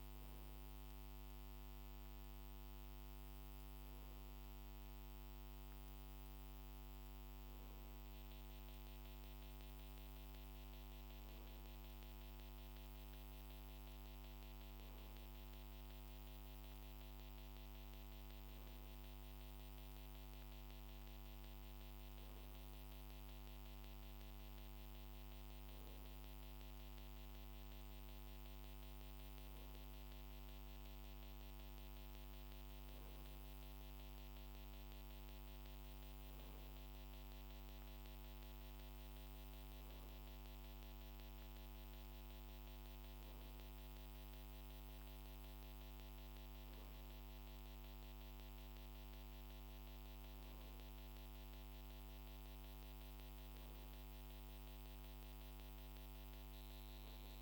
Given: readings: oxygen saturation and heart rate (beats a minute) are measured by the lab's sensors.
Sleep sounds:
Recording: breathing in sleep, hard to hear, by a microphone on the trachea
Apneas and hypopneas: none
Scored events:
none scored
From the record:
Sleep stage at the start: N2 (light sleep)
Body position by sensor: on the right side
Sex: male

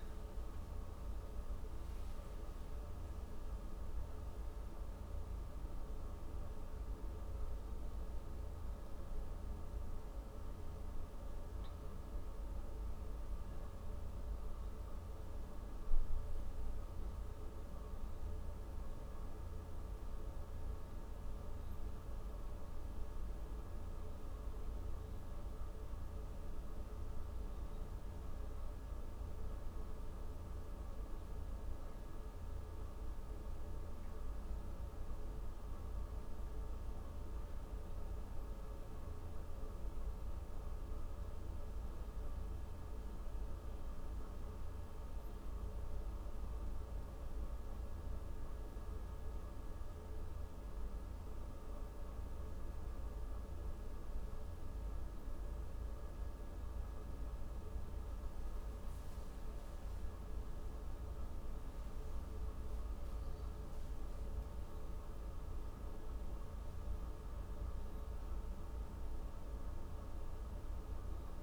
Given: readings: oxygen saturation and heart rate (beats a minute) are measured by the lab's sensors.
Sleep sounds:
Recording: a person partly awake in a sleep study, hard to hear, by a room microphone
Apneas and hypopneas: none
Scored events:
30.00-71.43 s: new sleep stage, N1 (lightest sleep)
From the record:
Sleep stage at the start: awake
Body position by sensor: on the back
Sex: female

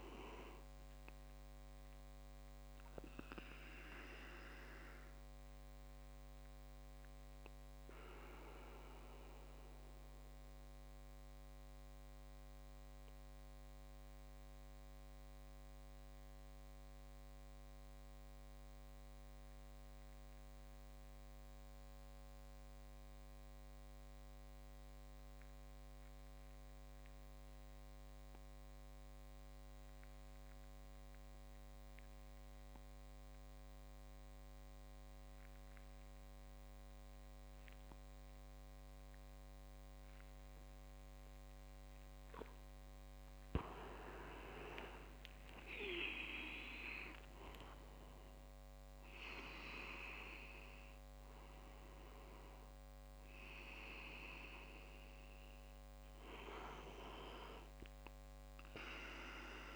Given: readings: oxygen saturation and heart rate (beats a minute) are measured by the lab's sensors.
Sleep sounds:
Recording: breathing in sleep by a microphone on the trachea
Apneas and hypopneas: 1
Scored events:
0.00-15.50 s: oxygen desaturation (device-marked, oxygen 87% lowest)
5.00-43.00 s: mixed apnea (oxygen 97% before, 87% lowest)
35.50-53.50 s: oxygen desaturation (device-marked, oxygen 97% before, 89% lowest)
44.50-49.00 s: arousal
From the record:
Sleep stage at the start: N2 (light sleep)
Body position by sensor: on the back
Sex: male

